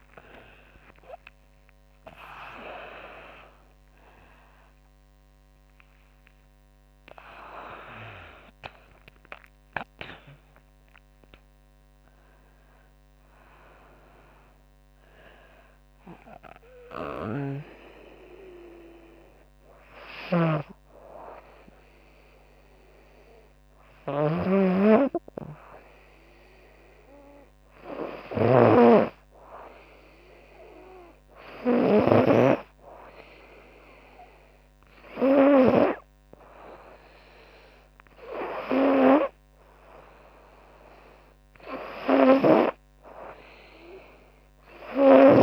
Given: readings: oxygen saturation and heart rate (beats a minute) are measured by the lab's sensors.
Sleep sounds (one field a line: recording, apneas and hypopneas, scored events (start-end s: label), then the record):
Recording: breathing in sleep by a microphone on the trachea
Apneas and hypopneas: none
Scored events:
0.00-5.00 s: arousal
16.50-31.50 s: snoring (device-marked)
From the record:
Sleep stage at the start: N2 (light sleep)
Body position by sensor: on the right side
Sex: female